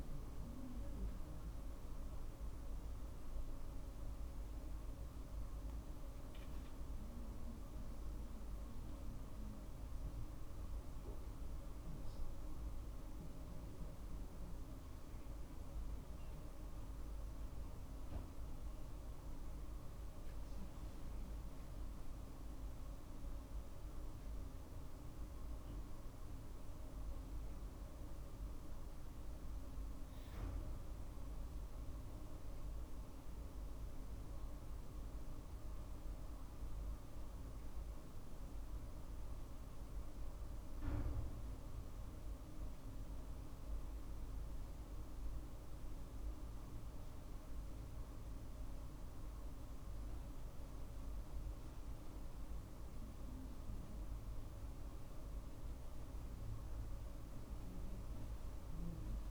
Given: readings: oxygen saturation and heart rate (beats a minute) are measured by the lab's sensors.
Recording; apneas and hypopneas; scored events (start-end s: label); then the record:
a person awake in a sleep study, hard to hear, by a room microphone; none
none scored
From the record:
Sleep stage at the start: awake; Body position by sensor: on the back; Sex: male